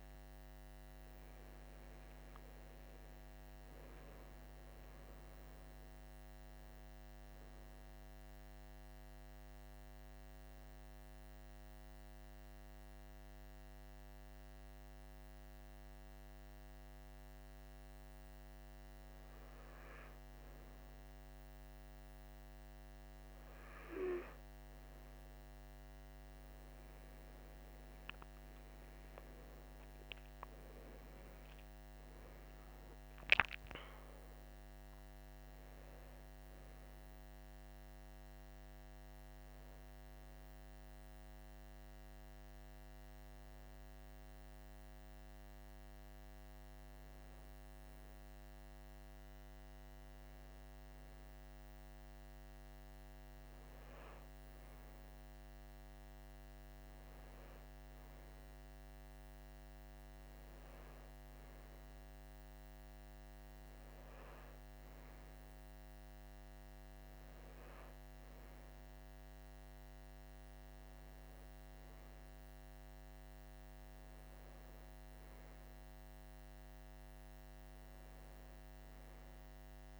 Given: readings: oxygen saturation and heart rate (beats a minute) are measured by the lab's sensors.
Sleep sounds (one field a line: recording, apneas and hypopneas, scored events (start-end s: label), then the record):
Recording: breathing in sleep, hard to hear, by a microphone on the trachea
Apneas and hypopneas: 1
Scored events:
1.50-5.50 s: arousal
8.00-19.00 s: hypopnea (oxygen 97% before, 95% lowest, heart rate 64 before, 49 extreme, up 3 after)
13.50-80.00 s: new sleep stage, N2 (light sleep)
27.00-32.00 s: arousal
28.50-41.50 s: oxygen desaturation (device-marked, oxygen 98% before, 95% lowest, heart rate 53 before, 48 extreme)
From the record:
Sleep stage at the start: N3 (deep sleep)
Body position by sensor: on the right side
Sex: male